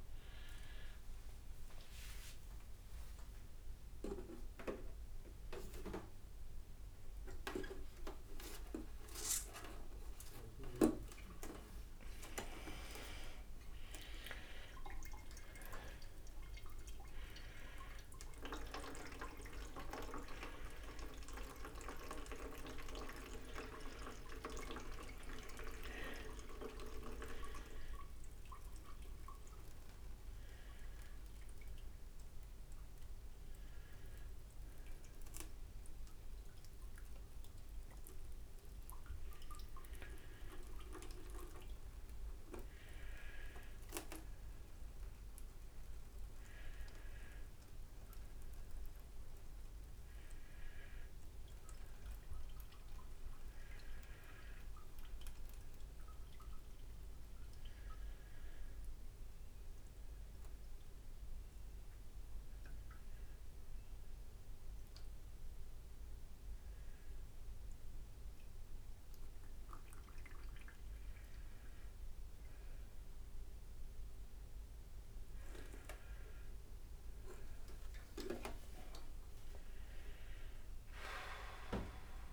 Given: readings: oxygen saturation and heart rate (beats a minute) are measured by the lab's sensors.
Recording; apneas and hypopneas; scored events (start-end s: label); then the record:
a person awake in a sleep study, by a room microphone; none
34.00-37.50 s: leg movement (device-marked)
40.50-42.50 s: leg movement (device-marked)
42.50-53.00 s: leg movement (device-marked)
60.00-61.00 s: leg movement (device-marked)
61.00-62.00 s: leg movement (device-marked)
70.50-73.50 s: leg movement (device-marked)
From the record:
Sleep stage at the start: awake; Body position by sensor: upright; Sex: male